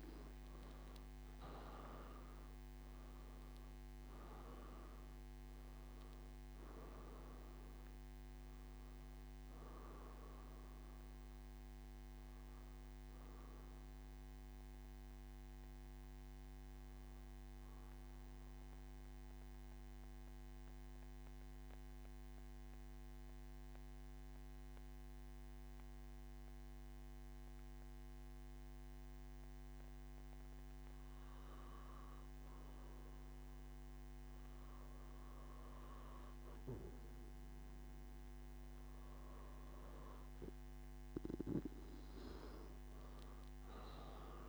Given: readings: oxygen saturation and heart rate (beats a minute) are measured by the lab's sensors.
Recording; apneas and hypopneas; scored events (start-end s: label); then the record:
breathing in sleep, hard to hear, by a microphone on the trachea; none
0.00-22.50 s: oxygen desaturation (device-marked, oxygen 93% lowest, heart rate 74 extreme)
37.50-44.49 s: oxygen desaturation (device-marked, oxygen 98% before, 93% lowest, heart rate 120 before, 74 extreme)
From the record:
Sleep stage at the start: N3 (deep sleep); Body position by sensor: on the back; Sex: male